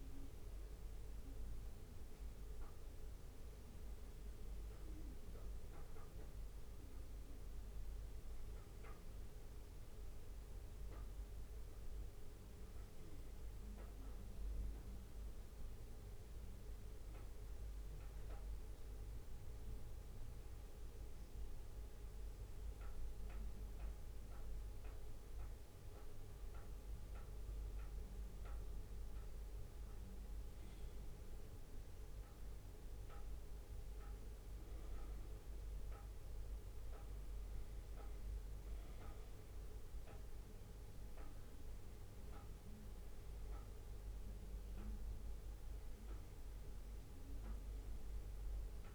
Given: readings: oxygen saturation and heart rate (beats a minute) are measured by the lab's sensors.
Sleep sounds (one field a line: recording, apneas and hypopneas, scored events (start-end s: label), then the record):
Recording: breathing in sleep, hard to hear, by a room microphone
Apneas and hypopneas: 1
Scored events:
0.00-9.00 s: bradycardia (device-marked, heart rate 55 extreme)
10.50-25.00 s: obstructive apnea (oxygen 98% before, 96% lowest, heart rate 57 before, 58 extreme, up 2 after)
15.00-27.00 s: bradycardia (device-marked, heart rate 59 before, 58 extreme)
28.50-32.50 s: arousal
31.00-48.95 s: bradycardia (device-marked, heart rate 59 before, 57 extreme)
From the record:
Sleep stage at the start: N2 (light sleep)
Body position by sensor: on the back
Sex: male